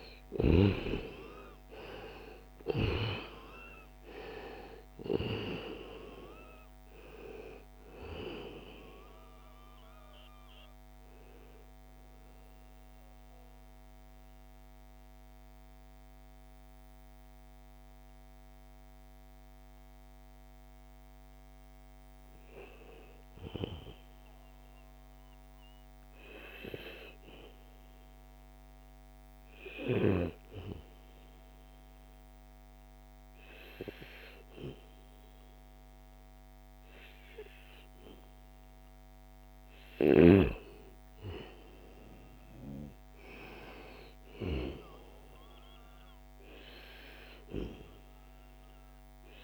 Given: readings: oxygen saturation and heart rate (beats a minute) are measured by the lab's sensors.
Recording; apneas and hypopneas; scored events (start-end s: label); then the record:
breathing in sleep by a microphone on the trachea; 1
0.00-2.00 s: arousal
0.00-24.50 s: oxygen desaturation (device-marked, oxygen 87% lowest, heart rate 62 extreme)
12.00-38.00 s: mixed apnea (oxygen 96% before, 87% lowest, heart rate 73 before, 69 extreme, up 1 after)
38.50-42.50 s: arousal
41.50-49.44 s: oxygen desaturation (device-marked, oxygen 98% before, 94% lowest, heart rate 73 before, 60 extreme)
From the record:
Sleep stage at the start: N2 (light sleep); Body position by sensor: on the back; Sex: male